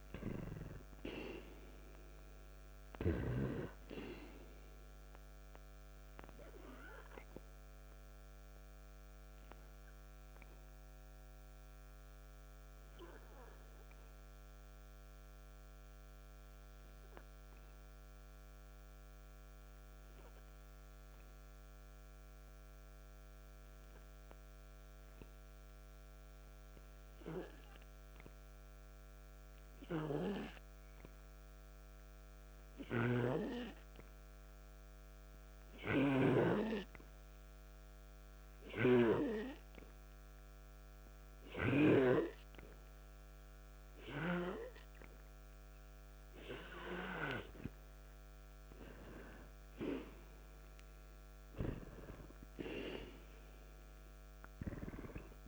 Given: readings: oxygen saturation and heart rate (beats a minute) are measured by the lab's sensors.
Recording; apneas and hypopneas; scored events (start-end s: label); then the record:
breathing in sleep by a microphone on the trachea; 1
6.50-47.50 s: obstructive apnea (oxygen 96% before, 85% lowest, heart rate 57 before, 54 extreme, up 8 after)
7.00-12.00 s: oxygen desaturation (device-marked, oxygen 96% before, 92% lowest, heart rate 57 before, 55 extreme)
23.00-36.00 s: oxygen desaturation (device-marked, oxygen 95% before, 91% lowest, heart rate 58 before, 54 extreme)
43.00-55.48 s: oxygen desaturation (device-marked, oxygen 96% before, 85% lowest, heart rate 56 before, 55 extreme)
49.50-52.50 s: arousal
From the record:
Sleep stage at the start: N2 (light sleep); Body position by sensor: on the back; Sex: male